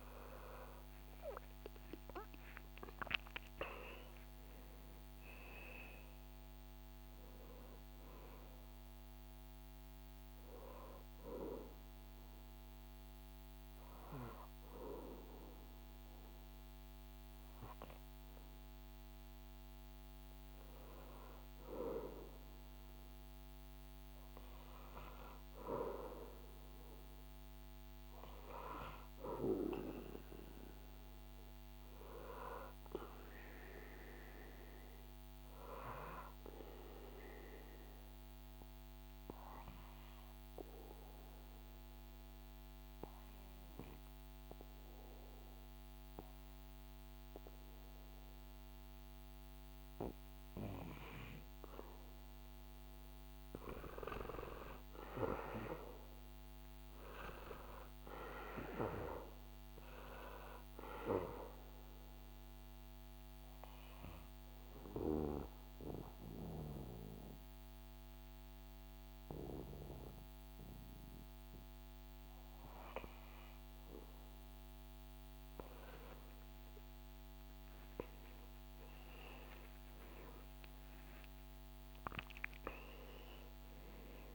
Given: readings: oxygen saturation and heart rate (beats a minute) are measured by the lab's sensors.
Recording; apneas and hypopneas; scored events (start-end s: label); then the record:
breathing in sleep by a microphone on the trachea; 3
0.00-22.00 s: oxygen desaturation (device-marked, oxygen 96% before, 93% lowest, heart rate 74 before, 75 extreme)
0.50-4.50 s: arousal
8.50-19.00 s: hypopnea (oxygen 96% before, 93% lowest, heart rate 77 before, 75 extreme, up 3 after)
21.00-25.00 s: arousal
37.50-51.00 s: obstructive apnea (oxygen 98% before, 93% lowest, heart rate 78 before, 69 extreme, up 3 after)
52.50-56.50 s: arousal
58.00-75.00 s: oxygen desaturation (device-marked, oxygen 96% before, 93% lowest, heart rate 76 before, 69 extreme)
61.00-74.50 s: obstructive apnea (oxygen 97% before, 93% lowest, heart rate 77 before, 70 extreme, up 41 after)
77.50-83.00 s: arousal
From the record:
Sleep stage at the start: N2 (light sleep); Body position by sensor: on the back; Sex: male